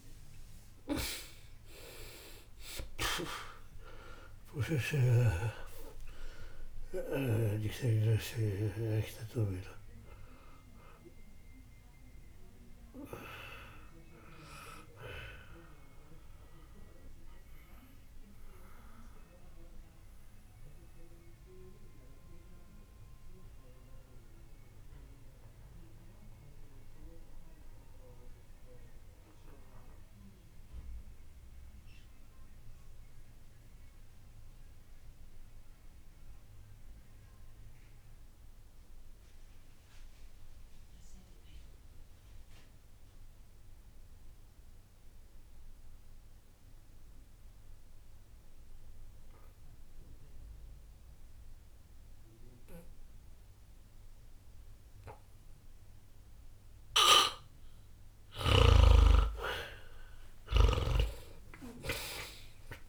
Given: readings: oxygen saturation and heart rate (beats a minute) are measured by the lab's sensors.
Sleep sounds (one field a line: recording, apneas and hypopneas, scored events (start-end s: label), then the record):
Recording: breathing in sleep by a room microphone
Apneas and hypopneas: 1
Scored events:
0.00-35.50 s: oxygen desaturation (device-marked, oxygen 74% lowest, heart rate 59 extreme)
11.50-57.00 s: obstructive apnea (oxygen 97% before, 74% lowest, heart rate 60 before, 59 extreme, up 49 after)
25.50-27.50 s: bradycardia (device-marked, heart rate 61 before, 63 extreme)
52.50-62.89 s: oxygen desaturation (device-marked, oxygen 98% before, 75% lowest, heart rate 60 before, 60 extreme)
58.50-62.89 s: snoring (device-marked)
60.00-62.89 s: arousal
From the record:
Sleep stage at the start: N2 (light sleep)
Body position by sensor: on the back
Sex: male